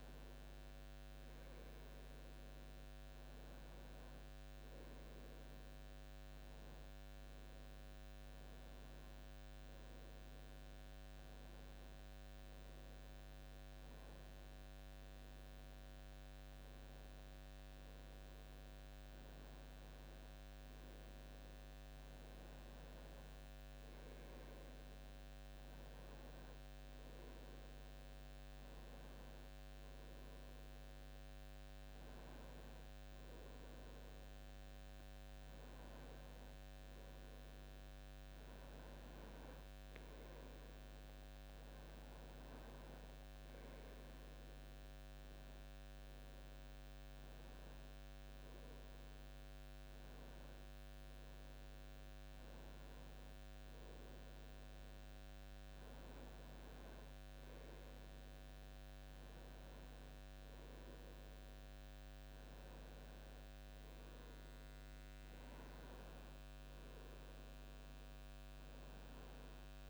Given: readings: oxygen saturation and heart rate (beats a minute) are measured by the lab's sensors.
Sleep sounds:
breathing in sleep, hard to hear, by a microphone on the trachea; none
36.00-69.90 s: new sleep stage, N2 (light sleep)
From the record:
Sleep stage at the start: N1 (lightest sleep); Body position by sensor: on the right side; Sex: male

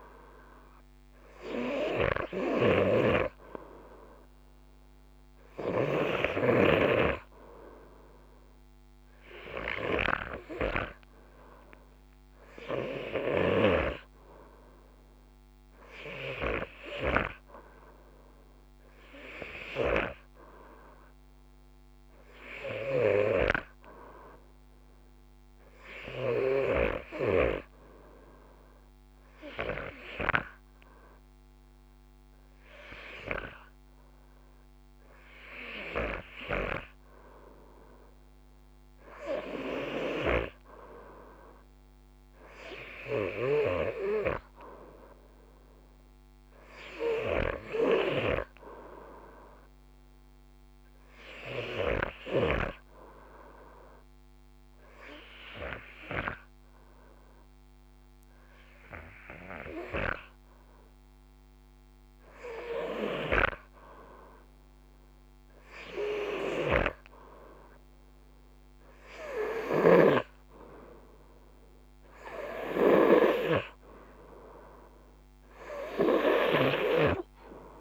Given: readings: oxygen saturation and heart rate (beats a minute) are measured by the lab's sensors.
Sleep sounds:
breathing in sleep by a microphone on the trachea; 1
0.00-18.50 s: oxygen desaturation (device-marked, oxygen 92% lowest, heart rate 52 extreme)
1.50-5.00 s: snoring (device-marked)
45.50-48.50 s: arousal
51.50-62.00 s: obstructive apnea (oxygen 94% before, 92% lowest, heart rate 52 before, 52 extreme, up 2 after)
64.50-68.00 s: arousal
65.50-69.00 s: snoring (device-marked)
From the record:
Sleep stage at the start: N2 (light sleep); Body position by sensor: on the front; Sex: male

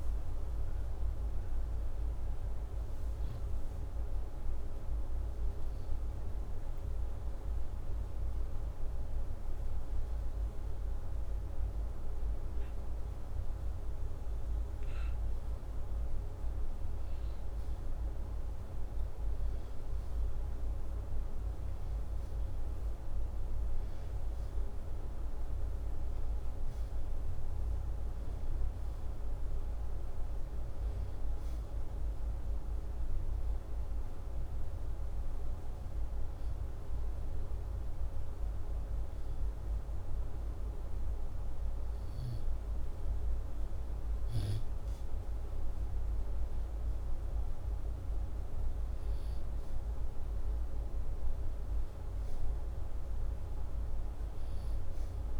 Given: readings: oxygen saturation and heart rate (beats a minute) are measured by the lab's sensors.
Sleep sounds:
breathing in sleep, hard to hear, by a room microphone; 2
3.50-13.50 s: hypopnea (oxygen 96% before, 94% lowest, heart rate 87 before, 84 extreme, up 1 after)
15.50-19.00 s: arousal
32.50-44.50 s: hypopnea (oxygen 95% before, 94% lowest, heart rate 87 before, 80 extreme, up 9 after)
46.00-50.00 s: arousal
From the record:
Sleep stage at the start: N2 (light sleep); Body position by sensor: upright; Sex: male

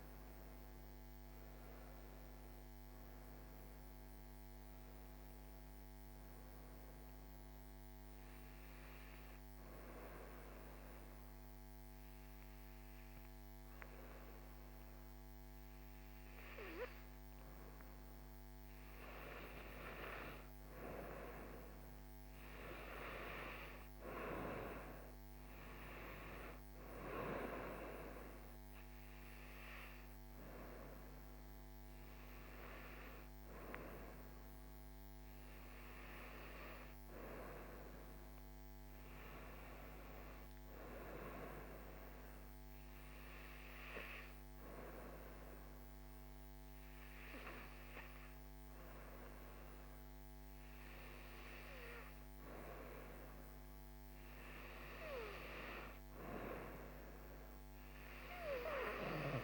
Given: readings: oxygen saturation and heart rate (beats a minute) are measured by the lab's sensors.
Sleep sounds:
breathing in sleep by a microphone on the trachea; 2
1.00-5.00 s: arousal
7.00-18.00 s: obstructive apnea (oxygen 96% before, 94% lowest, heart rate 75 before, 71 extreme, up 0 after)
20.00-25.00 s: arousal
42.50-55.00 s: obstructive apnea (oxygen 97% before, 94% lowest, heart rate 72 before, 69 extreme, up 4 after)
From the record:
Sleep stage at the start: REM sleep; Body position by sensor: on the right side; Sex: female

